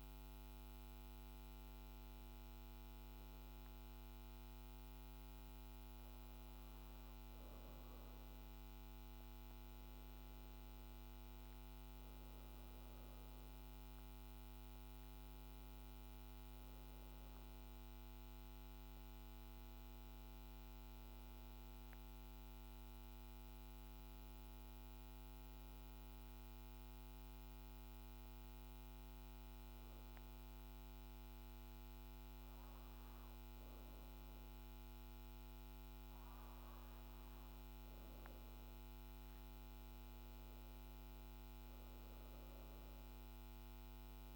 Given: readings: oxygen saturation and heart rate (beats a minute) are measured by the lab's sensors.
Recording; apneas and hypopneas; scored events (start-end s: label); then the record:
breathing in sleep, hard to hear, by a microphone on the trachea; 1
29.00-39.50 s: obstructive apnea (oxygen 95% before, 88% lowest, heart rate 55 before, 53 extreme, up 3 after)
41.00-44.36 s: arousal
41.50-44.36 s: oxygen desaturation (device-marked, oxygen 96% before, 88% lowest, heart rate 54 before, 53 extreme)
From the record:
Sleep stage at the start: REM sleep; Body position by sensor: on the back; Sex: female